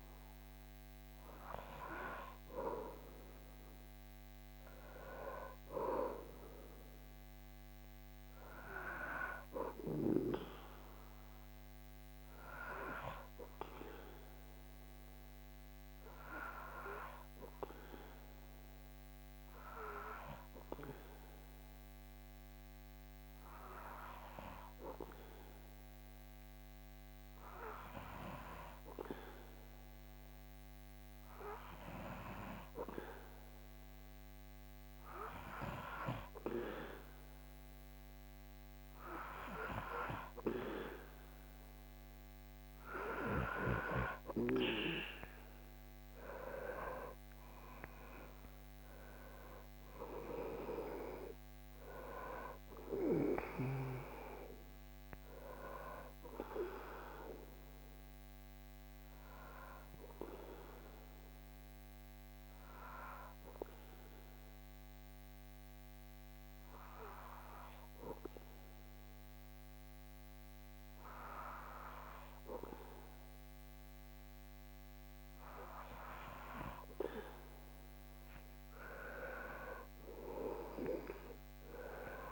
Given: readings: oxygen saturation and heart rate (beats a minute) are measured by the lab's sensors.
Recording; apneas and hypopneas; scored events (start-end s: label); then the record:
breathing in sleep by a microphone on the trachea; 2
13.00-40.50 s: obstructive apnea (oxygen 98% before, 95% lowest, heart rate 66 before, 60 extreme, up 7 after)
58.50-75.50 s: obstructive apnea (oxygen 98% before, 95% lowest, heart rate 67 before, 62 extreme, up 9 after)
77.50-82.32 s: arousal
From the record:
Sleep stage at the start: N2 (light sleep); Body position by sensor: on the back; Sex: male